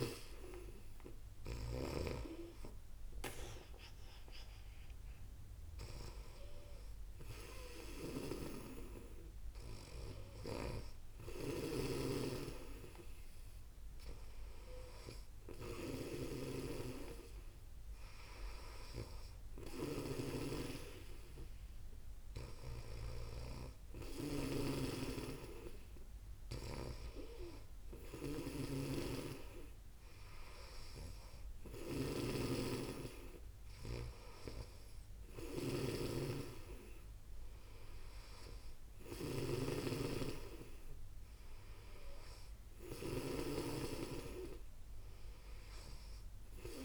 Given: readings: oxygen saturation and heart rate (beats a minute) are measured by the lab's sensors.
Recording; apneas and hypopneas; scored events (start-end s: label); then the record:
breathing in sleep by a room microphone; none
0.00-1.50 s: snoring (device-marked)
7.50-46.85 s: snoring (device-marked)
From the record:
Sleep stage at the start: N2 (light sleep); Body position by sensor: on the back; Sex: female